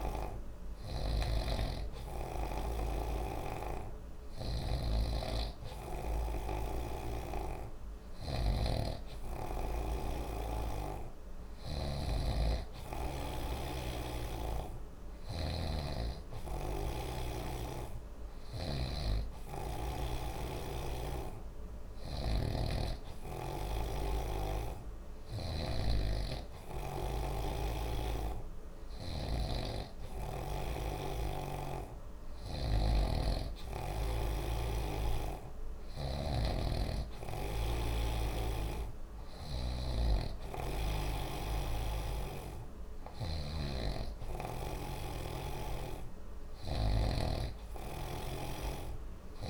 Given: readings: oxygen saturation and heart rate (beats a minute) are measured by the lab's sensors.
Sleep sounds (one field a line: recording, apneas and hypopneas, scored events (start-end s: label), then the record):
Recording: breathing in sleep by a room microphone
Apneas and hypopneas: none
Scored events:
0.00-4.50 s: snoring (device-marked)
6.50-13.50 s: snoring (device-marked)
15.50-25.50 s: snoring (device-marked)
32.50-36.00 s: snoring (device-marked)
43.00-49.49 s: snoring (device-marked)
From the record:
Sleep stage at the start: N2 (light sleep)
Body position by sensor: on the right side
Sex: male